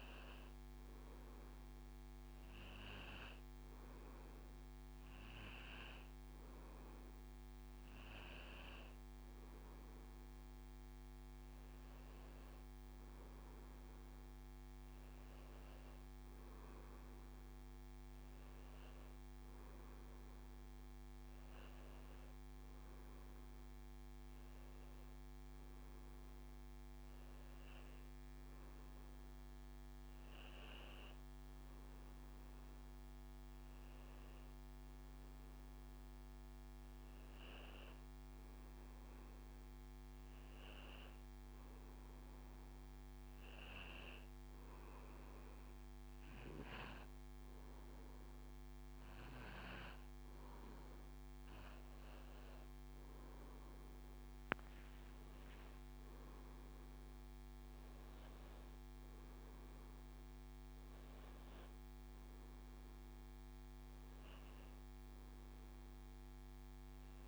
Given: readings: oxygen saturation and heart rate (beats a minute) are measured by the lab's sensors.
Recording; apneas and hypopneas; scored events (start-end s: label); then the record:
breathing in sleep, hard to hear, by a microphone on the trachea; 1
34.00-37.50 s: arousal
42.00-53.00 s: hypopnea (oxygen 96% before, 93% lowest, heart rate 87 before, 85 extreme, up 4 after)
53.50-57.50 s: arousal
From the record:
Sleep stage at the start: N2 (light sleep); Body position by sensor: on the back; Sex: male